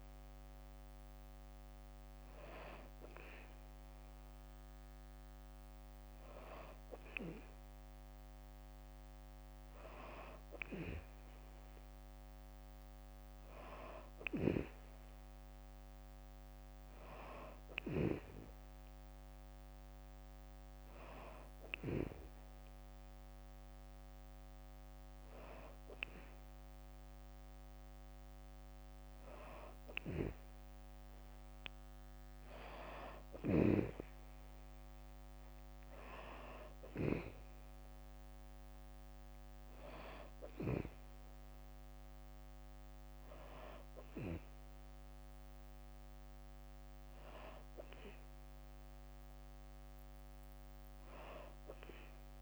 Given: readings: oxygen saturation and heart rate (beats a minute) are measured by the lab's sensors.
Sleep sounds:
breathing in sleep by a microphone on the trachea; none
0.00-1.50 s: oxygen desaturation (device-marked, oxygen 94% lowest, heart rate 66 extreme)
31.50-45.50 s: drop in pulse transit time (device-marked, heart rate 67 before, 66 extreme)
From the record:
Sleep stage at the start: N2 (light sleep); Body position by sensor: on the back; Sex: female

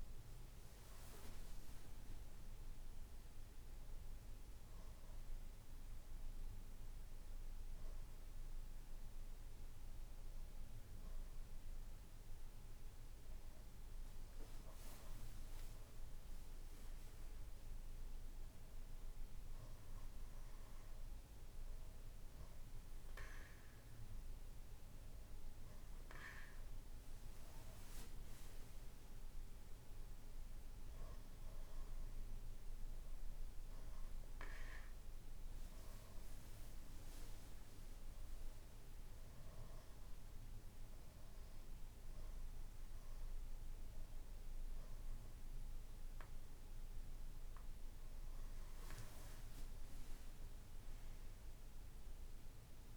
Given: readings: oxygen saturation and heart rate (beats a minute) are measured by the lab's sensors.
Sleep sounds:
breathing in sleep, hard to hear, by a room microphone; none
none scored
From the record:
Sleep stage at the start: N2 (light sleep); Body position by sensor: on the back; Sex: male

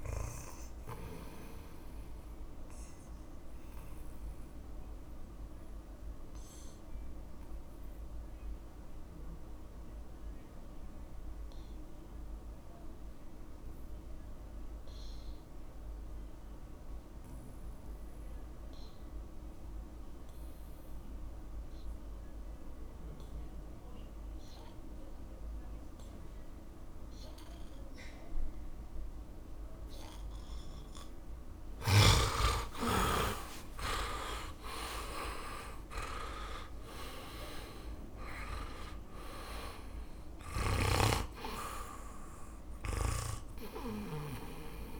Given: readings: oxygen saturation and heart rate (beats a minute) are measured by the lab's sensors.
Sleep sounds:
breathing in sleep by a room microphone; 1
0.00-16.00 s: oxygen desaturation (device-marked, oxygen 84% lowest, heart rate 54 extreme)
3.50-31.00 s: obstructive apnea (oxygen 100% before, 82% lowest, heart rate 64 before, 54 extreme, up 13 after)
28.00-44.99 s: oxygen desaturation (device-marked, oxygen 100% before, 91% lowest, heart rate 64 before, 56 extreme)
33.00-38.00 s: arousal
From the record:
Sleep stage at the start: N2 (light sleep); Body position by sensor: on the back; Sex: male

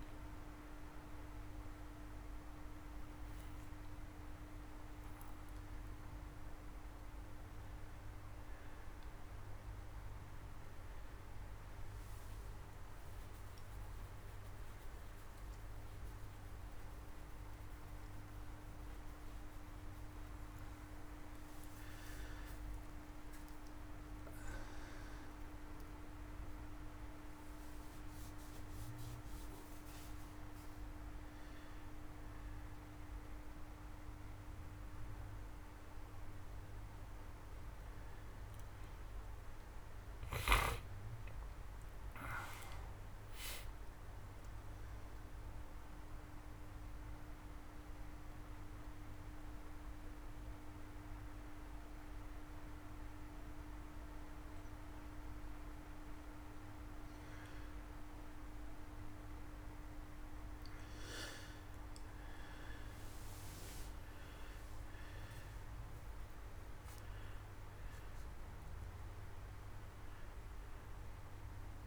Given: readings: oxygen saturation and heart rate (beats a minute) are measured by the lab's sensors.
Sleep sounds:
breathing in sleep, hard to hear, by a room microphone; 1
39.00-43.50 s: arousal
47.00-57.50 s: obstructive apnea (oxygen 98% before, 89% lowest)
61.00-71.87 s: oxygen desaturation (device-marked, oxygen 95% before, 92% lowest)
62.50-67.50 s: arousal
From the record:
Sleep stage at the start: N1 (lightest sleep); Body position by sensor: on the back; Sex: male

